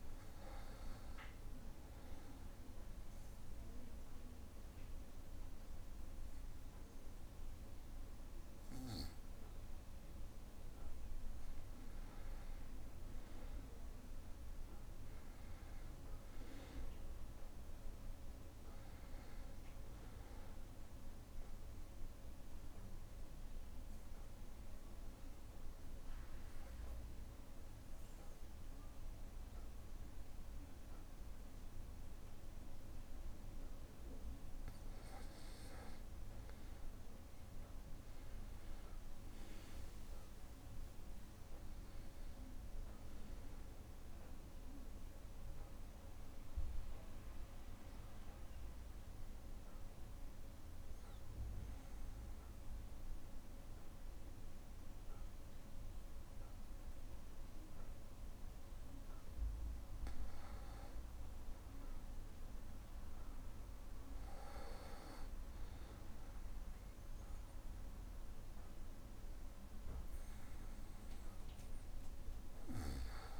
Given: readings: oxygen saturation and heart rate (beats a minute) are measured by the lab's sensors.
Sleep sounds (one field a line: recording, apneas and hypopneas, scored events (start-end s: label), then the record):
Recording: breathing in sleep, hard to hear, by a room microphone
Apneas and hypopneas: 3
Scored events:
1.50-11.50 s: obstructive apnea (oxygen 96% before, 90% lowest, heart rate 63 before, 63 extreme, up 0 after)
13.50-17.50 s: arousal
23.00-34.50 s: obstructive apnea (oxygen 95% before, 90% lowest, heart rate 63 before, 60 extreme, up 1 after)
38.00-43.50 s: arousal
42.50-61.50 s: oxygen desaturation (device-marked, oxygen 96% before, 90% lowest, heart rate 63 before, 60 extreme)
48.50-58.50 s: obstructive apnea (oxygen 96% before, 90% lowest, heart rate 64 before, 60 extreme, up 3 after)
61.50-65.50 s: arousal
70.50-73.40 s: oxygen desaturation (device-marked, oxygen 97% before, 93% lowest, heart rate 62 before, 62 extreme)
From the record:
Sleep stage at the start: N2 (light sleep)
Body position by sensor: on the back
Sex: male